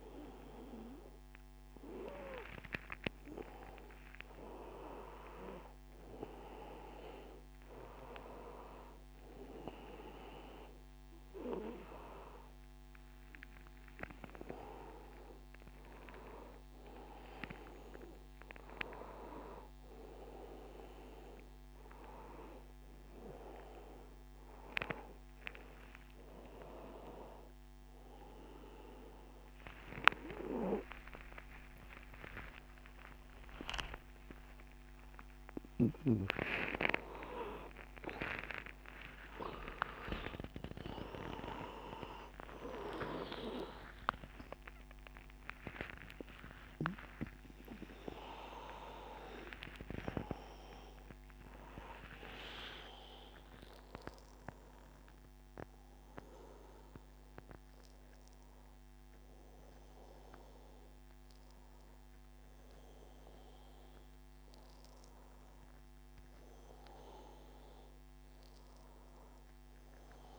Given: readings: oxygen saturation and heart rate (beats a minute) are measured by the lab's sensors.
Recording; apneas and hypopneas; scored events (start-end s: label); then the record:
a person partly awake in a sleep study, by a microphone on the trachea; none
26.00-56.00 s: new sleep stage, awake
34.50-36.50 s: long interval between heartbeats (device-marked, heart rate 99 before, 119 extreme)
40.50-42.50 s: long interval between heartbeats (device-marked, heart rate 109 before, 109 extreme)
50.50-52.50 s: long interval between heartbeats (device-marked, heart rate 113 before, 115 extreme)
56.00-70.39 s: new sleep stage, N2 (light sleep)
From the record:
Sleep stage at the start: N2 (light sleep); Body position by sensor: on the back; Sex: male